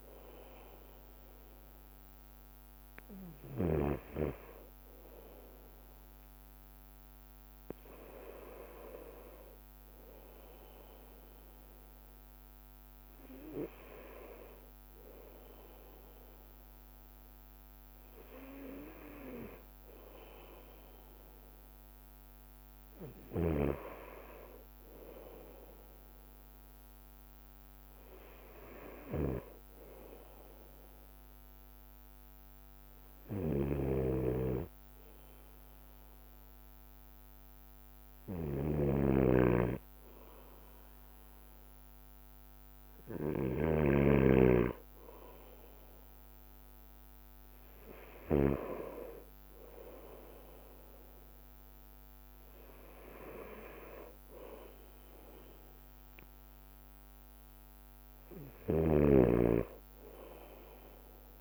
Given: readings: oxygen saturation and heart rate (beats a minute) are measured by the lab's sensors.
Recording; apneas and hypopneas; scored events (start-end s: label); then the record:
breathing in sleep by a microphone on the trachea; none
0.00-61.41 s: bradycardia (device-marked, heart rate 54 extreme)
33.50-49.00 s: snoring (device-marked)
From the record:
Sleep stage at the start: N2 (light sleep); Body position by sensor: on the right side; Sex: male